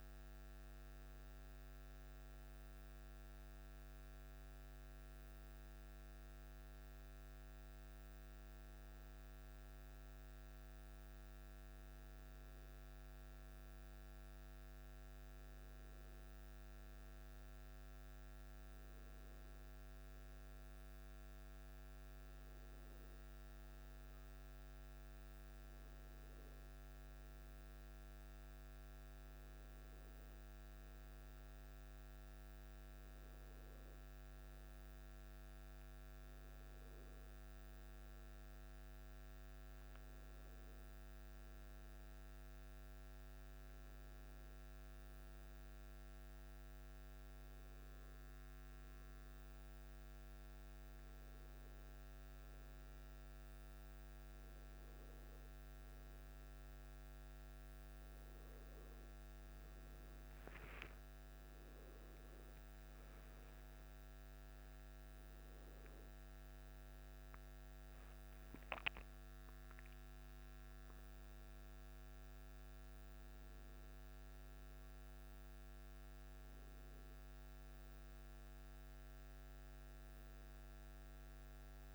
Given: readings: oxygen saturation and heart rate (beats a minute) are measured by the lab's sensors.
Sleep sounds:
a person awake in a sleep study, hard to hear, by a microphone on the trachea; none
39.50-81.95 s: new sleep stage, awake
From the record:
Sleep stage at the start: N1 (lightest sleep); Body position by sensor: on the back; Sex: male

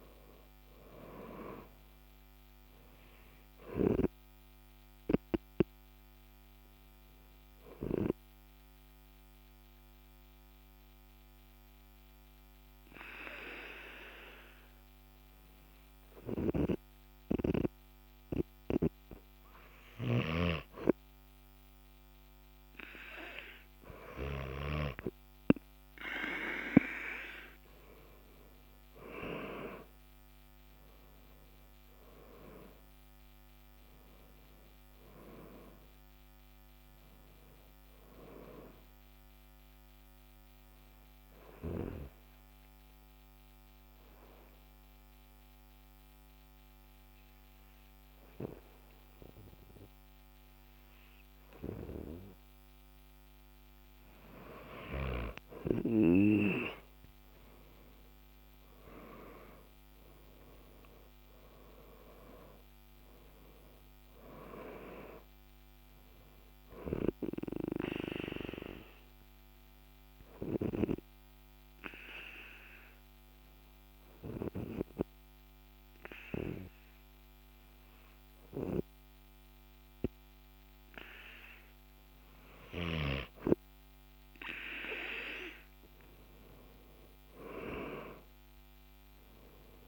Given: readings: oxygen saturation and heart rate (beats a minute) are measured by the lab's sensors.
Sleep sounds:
breathing in sleep by a microphone on the trachea; 3
1.50-5.50 s: oxygen desaturation (device-marked, oxygen 98% before, 95% lowest, heart rate 55 before, 49 extreme)
5.50-22.50 s: hypopnea (oxygen 98% before, 95% lowest, heart rate 56 before, 49 extreme, up 30 after)
26.50-32.50 s: oxygen desaturation (device-marked, oxygen 98% before, 95% lowest, heart rate 52 before, 49 extreme)
30.50-34.50 s: arousal
41.50-53.50 s: obstructive apnea (oxygen 98% before, 94% lowest, heart rate 64 before, 49 extreme)
57.50-61.00 s: arousal
69.00-82.50 s: obstructive apnea (oxygen 97% before, 94% lowest, heart rate 81 before, 49 extreme, up 12 after)
86.00-89.50 s: arousal
86.50-89.88 s: oxygen desaturation (device-marked, oxygen 97% before, 94% lowest, heart rate 51 before, 49 extreme)
From the record:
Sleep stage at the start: N2 (light sleep); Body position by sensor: on the back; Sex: male

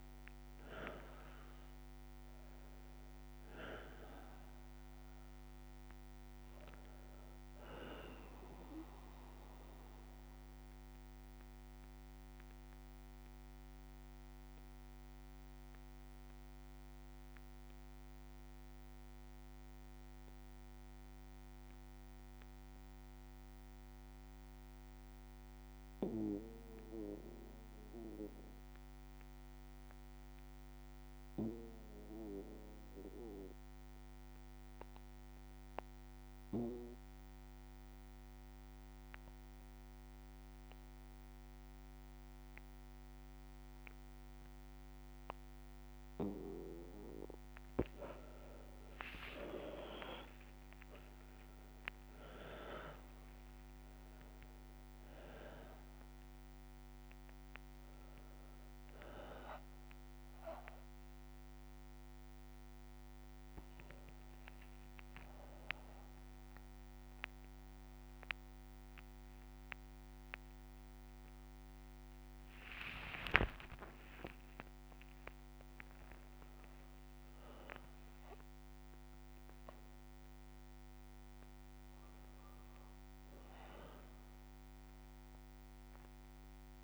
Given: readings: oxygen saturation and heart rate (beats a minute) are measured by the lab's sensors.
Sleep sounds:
a person partly awake in a sleep study, by a microphone on the trachea; 1
0.00-22.50 s: oxygen desaturation (device-marked, oxygen 90% lowest, heart rate 54 extreme)
6.50-45.50 s: bradycardia (device-marked, heart rate 60 before, 54 extreme)
10.00-45.50 s: obstructive apnea (oxygen 98% before, 90% lowest, heart rate 61 before, 54 extreme, up 29 after)
38.50-78.50 s: oxygen desaturation (device-marked, oxygen 99% before, 92% lowest, heart rate 56 before, 58 extreme)
52.50-54.50 s: long interval between heartbeats (device-marked, heart rate 61 before, 87 extreme)
63.50-86.84 s: new sleep stage, awake
65.50-67.50 s: long interval between heartbeats (device-marked, heart rate 72 before, 81 extreme)
73.00-75.00 s: long interval between heartbeats (device-marked, heart rate 77 before, 83 extreme)
From the record:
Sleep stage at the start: N2 (light sleep); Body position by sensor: on the back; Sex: male

